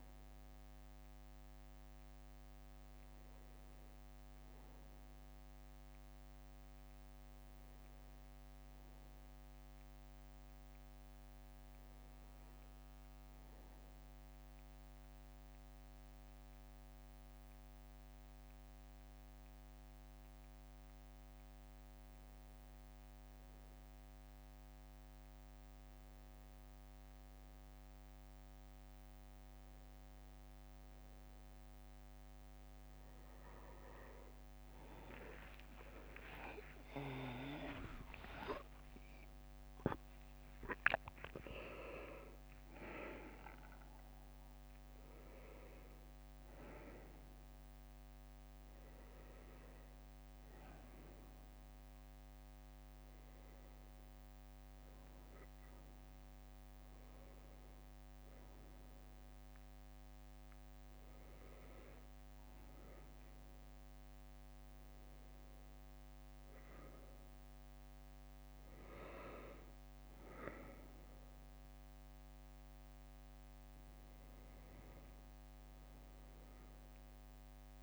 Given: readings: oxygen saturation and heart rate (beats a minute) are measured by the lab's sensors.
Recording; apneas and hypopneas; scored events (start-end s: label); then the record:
breathing in sleep by a microphone on the trachea; 1
12.00-28.50 s: hypopnea (oxygen 98% before, 95% lowest, heart rate 61 before, 61 extreme, up 4 after)
33.00-41.00 s: leg movement (device-marked)
34.50-40.00 s: arousal
From the record:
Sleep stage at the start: N1 (lightest sleep); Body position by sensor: on the back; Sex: male